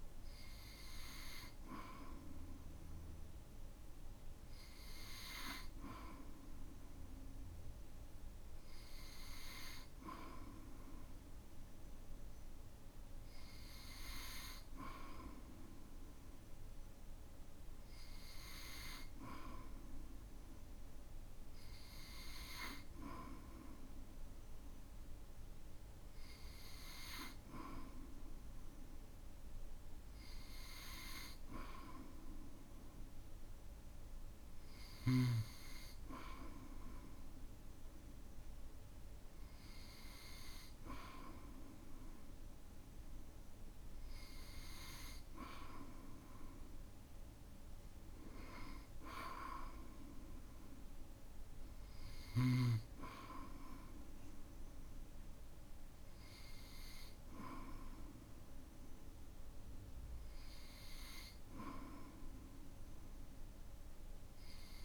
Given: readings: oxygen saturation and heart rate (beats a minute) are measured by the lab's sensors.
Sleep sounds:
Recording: breathing in sleep by a room microphone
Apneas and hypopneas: none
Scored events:
none scored
From the record:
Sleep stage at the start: N2 (light sleep)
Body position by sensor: on the back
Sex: male

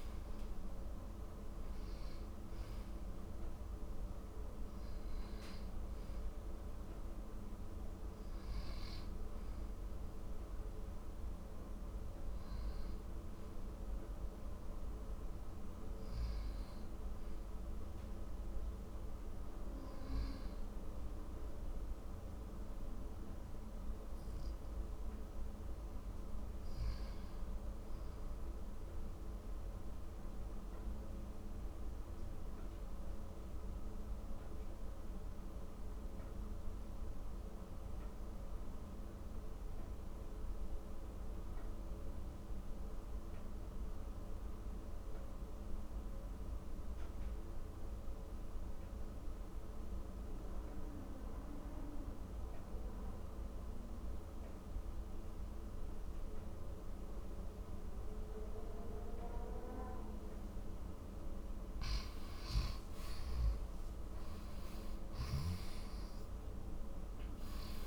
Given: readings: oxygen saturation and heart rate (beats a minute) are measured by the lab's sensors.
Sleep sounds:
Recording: breathing in sleep, hard to hear, by a room microphone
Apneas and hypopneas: 1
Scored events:
0.00-18.00 s: oxygen desaturation (device-marked, oxygen 87% lowest, heart rate 47 extreme)
20.00-67.87 s: new sleep stage, N2 (light sleep)
28.50-61.00 s: mixed apnea (oxygen 98% before, 89% lowest, heart rate 60 before, 47 extreme, up 23 after)
62.50-67.00 s: arousal
From the record:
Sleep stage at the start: N1 (lightest sleep)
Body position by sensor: on the back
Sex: male

